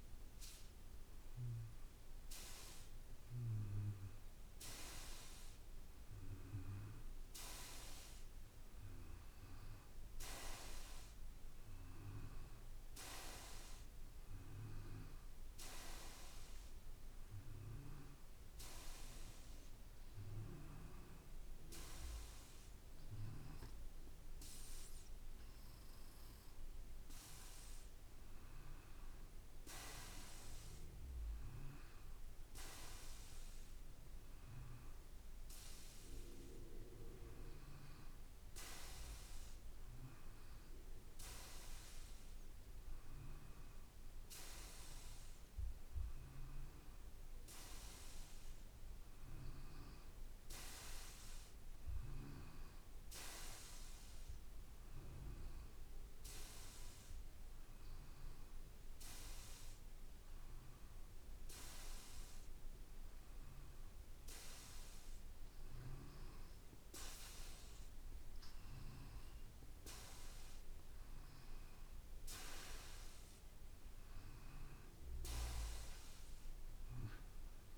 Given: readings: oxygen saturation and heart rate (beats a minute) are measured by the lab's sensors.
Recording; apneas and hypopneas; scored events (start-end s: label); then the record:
breathing in sleep by a room microphone; none
16.50-18.50 s: long interval between heartbeats (device-marked, heart rate 59 before, 68 extreme)
From the record:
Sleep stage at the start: N2 (light sleep); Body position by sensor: on the back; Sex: male